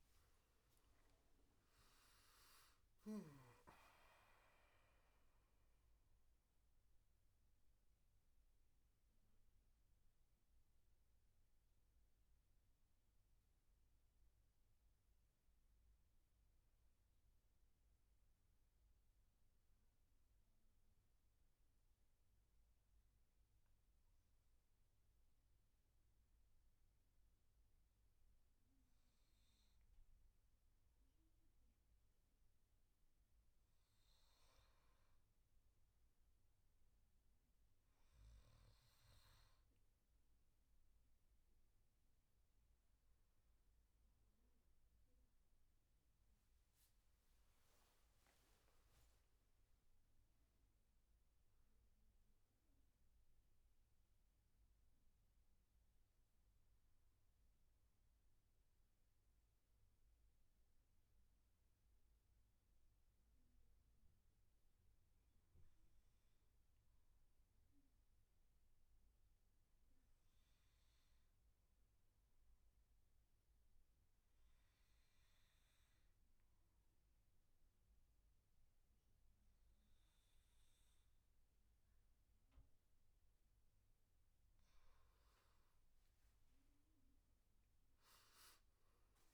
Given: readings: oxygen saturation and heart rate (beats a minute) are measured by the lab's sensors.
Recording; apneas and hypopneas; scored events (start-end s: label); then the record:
breathing in sleep, hard to hear, by a room microphone; 2
0.00-1.00 s: arousal
0.00-15.50 s: oxygen desaturation (device-marked, oxygen 89% lowest, heart rate 67 extreme)
18.50-34.00 s: mixed apnea (oxygen 96% before, 91% lowest, heart rate 78 before, 68 extreme, up 8 after)
36.00-39.50 s: arousal
54.00-83.00 s: obstructive apnea (oxygen 99% before, 89% lowest, heart rate 78 before, 64 extreme, up 11 after)
75.50-89.34 s: oxygen desaturation (device-marked, oxygen 98% before, 93% lowest, heart rate 72 before, 64 extreme)
84.50-88.50 s: arousal
From the record:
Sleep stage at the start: N2 (light sleep); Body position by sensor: on the back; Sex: male